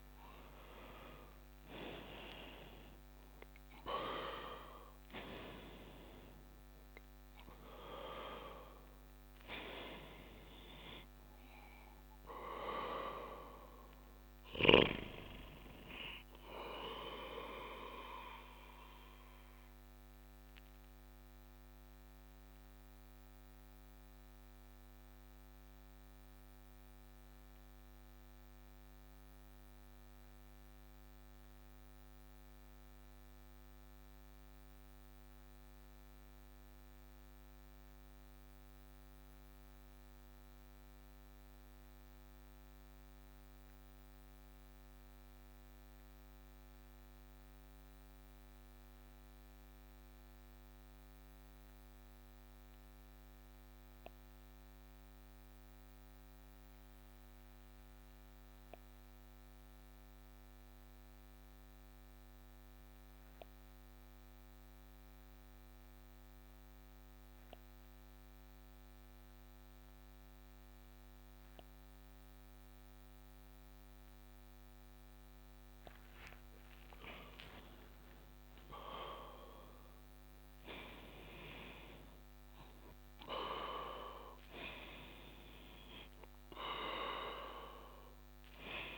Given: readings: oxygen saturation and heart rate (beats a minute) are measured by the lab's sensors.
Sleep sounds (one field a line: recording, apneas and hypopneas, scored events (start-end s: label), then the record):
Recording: breathing in sleep by a microphone on the trachea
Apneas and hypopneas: 1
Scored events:
0.00-2.00 s: arousal
0.00-35.00 s: oxygen desaturation (device-marked, oxygen 79% lowest)
18.50-75.50 s: obstructive apnea (oxygen 91% before, 79% lowest)
66.00-88.98 s: oxygen desaturation (device-marked, oxygen 98% before, 88% lowest)
77.00-82.00 s: arousal
From the record:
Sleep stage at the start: REM sleep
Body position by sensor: on the back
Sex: male